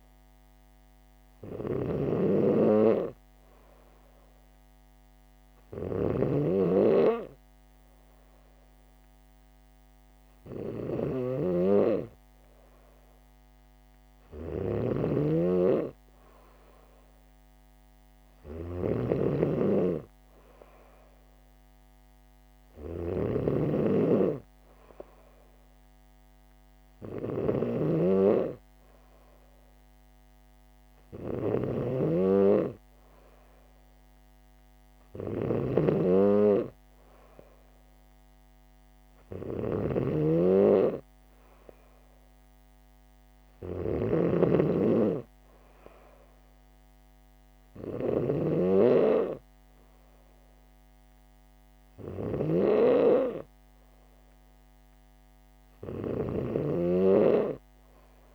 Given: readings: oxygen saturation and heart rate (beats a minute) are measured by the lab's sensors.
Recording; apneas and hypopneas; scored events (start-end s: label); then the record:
breathing in sleep by a microphone on the trachea; none
0.00-58.35 s: snoring (device-marked)
From the record:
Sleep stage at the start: N3 (deep sleep); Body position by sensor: on the back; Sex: female